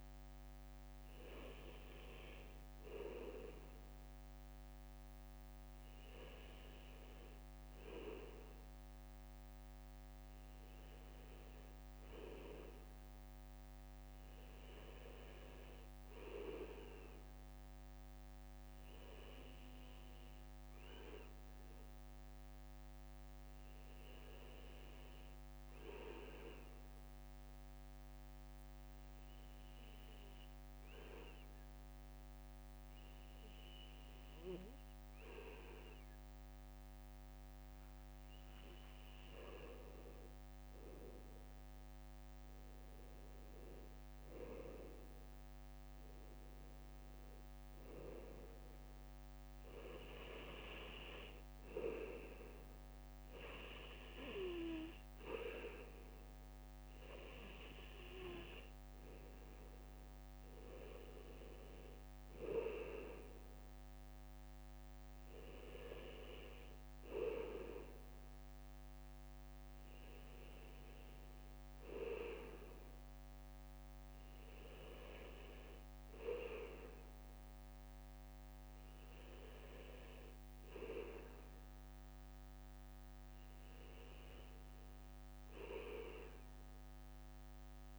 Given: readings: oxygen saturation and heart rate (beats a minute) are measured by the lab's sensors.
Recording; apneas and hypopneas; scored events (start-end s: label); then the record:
breathing in sleep by a microphone on the trachea; 1
0.00-8.50 s: bradycardia (device-marked, heart rate 56 extreme)
8.00-11.00 s: arousal
15.00-39.50 s: obstructive apnea (oxygen 99% before, 96% lowest, heart rate 58 before, 57 extreme, up 2 after)
15.50-37.50 s: bradycardia (device-marked, heart rate 59 before, 57 extreme)
43.00-46.00 s: arousal
43.50-54.50 s: bradycardia (device-marked, heart rate 59 before, 59 extreme)
60.50-75.50 s: bradycardia (device-marked, heart rate 59 before, 58 extreme)
77.50-87.99 s: bradycardia (device-marked, heart rate 59 before, 58 extreme)
83.50-86.50 s: arousal
From the record:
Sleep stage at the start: N2 (light sleep); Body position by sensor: on the back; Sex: male